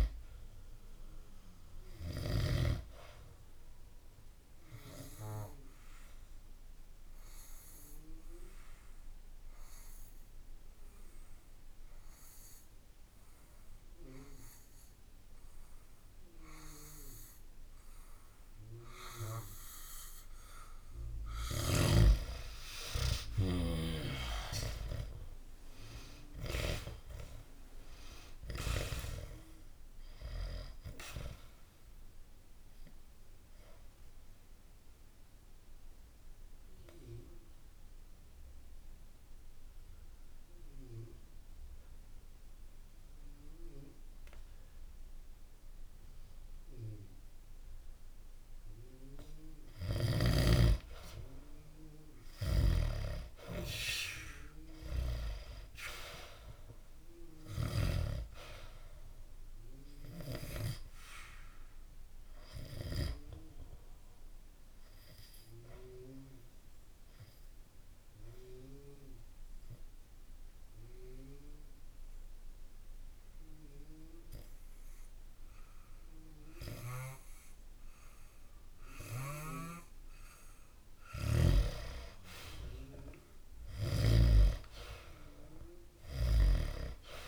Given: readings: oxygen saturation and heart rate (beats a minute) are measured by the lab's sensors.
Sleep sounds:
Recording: breathing in sleep by a room microphone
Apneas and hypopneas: 3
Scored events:
0.00-2.50 s: snoring (device-marked)
5.50-21.00 s: obstructive apnea (oxygen 96% before, 89% lowest, heart rate 69 before, 65 extreme, up 2 after)
13.50-42.50 s: oxygen desaturation (device-marked, oxygen 96% before, 89% lowest, heart rate 67 before, 63 extreme)
21.00-26.50 s: snoring (device-marked)
21.50-26.00 s: arousal
31.00-48.50 s: obstructive apnea (oxygen 96% before, 89% lowest, heart rate 66 before, 63 extreme, up 0 after)
51.50-56.00 s: arousal
62.00-81.00 s: obstructive apnea (oxygen 97% before, 90% lowest, heart rate 66 before, 64 extreme, up 0 after)
62.50-76.50 s: oxygen desaturation (device-marked, oxygen 97% before, 92% lowest, heart rate 66 before, 64 extreme)
80.50-84.00 s: snoring (device-marked)
81.50-86.00 s: arousal
From the record:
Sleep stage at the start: N2 (light sleep)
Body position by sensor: on the back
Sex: male

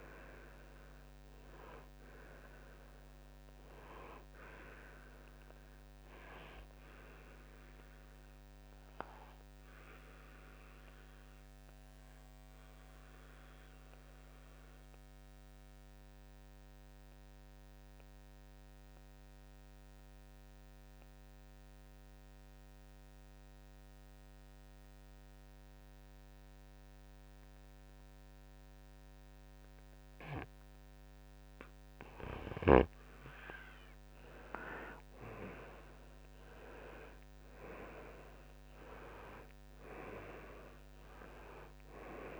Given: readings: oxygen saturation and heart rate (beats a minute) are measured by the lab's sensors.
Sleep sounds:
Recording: breathing in sleep by a microphone on the trachea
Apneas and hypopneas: 1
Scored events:
0.00-10.50 s: oxygen desaturation (device-marked, oxygen 92% lowest, heart rate 57 extreme)
10.50-33.00 s: obstructive apnea (oxygen 96% before, 88% lowest, heart rate 66 before, 57 extreme, up 9 after)
16.50-28.50 s: oxygen desaturation (device-marked, oxygen 94% before, 90% lowest, heart rate 63 before, 60 extreme)
35.00-38.50 s: arousal
From the record:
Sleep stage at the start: N2 (light sleep)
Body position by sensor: on the front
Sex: male

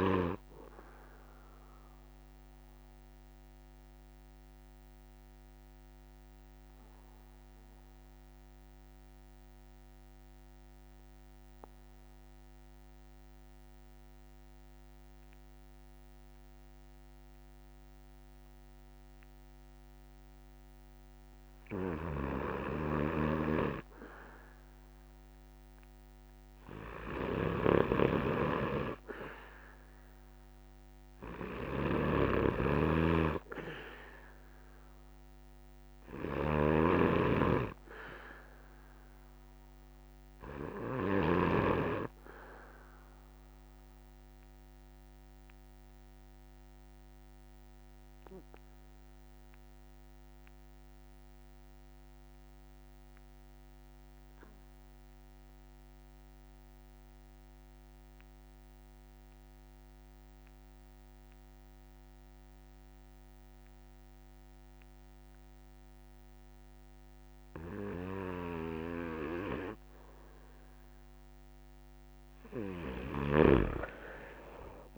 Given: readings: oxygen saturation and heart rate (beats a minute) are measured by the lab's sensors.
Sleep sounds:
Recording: breathing in sleep by a microphone on the trachea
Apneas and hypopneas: 2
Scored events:
0.00-12.50 s: oxygen desaturation (device-marked, oxygen 93% lowest)
1.00-20.50 s: obstructive apnea (oxygen 98% before, 89% lowest)
21.50-41.00 s: snoring (device-marked)
25.50-57.50 s: oxygen desaturation (device-marked, oxygen 97% before, 89% lowest)
42.50-70.50 s: obstructive apnea (oxygen 97% before, 85% lowest)
72.50-74.98 s: snoring (device-marked)
From the record:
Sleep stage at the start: N2 (light sleep)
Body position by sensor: on the back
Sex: male

